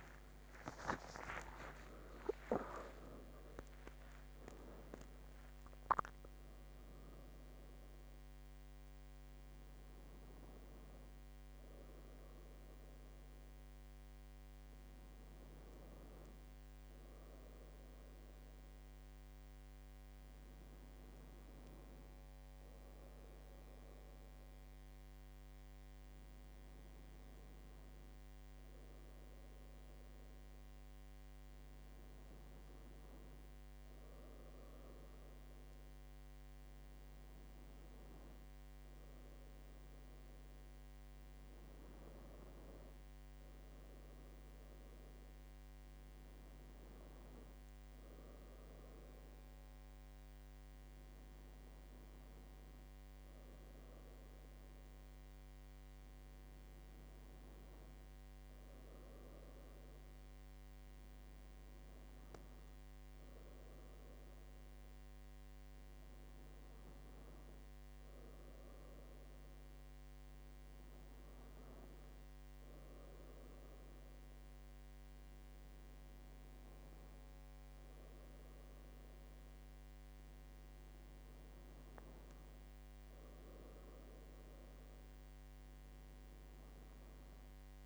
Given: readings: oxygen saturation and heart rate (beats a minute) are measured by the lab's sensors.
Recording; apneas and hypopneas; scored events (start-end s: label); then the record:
breathing in sleep by a microphone on the trachea; none
0.50-5.00 s: arousal
67.50-87.86 s: new sleep stage, N2 (light sleep)
From the record:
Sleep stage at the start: N1 (lightest sleep); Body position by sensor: on the right side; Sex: female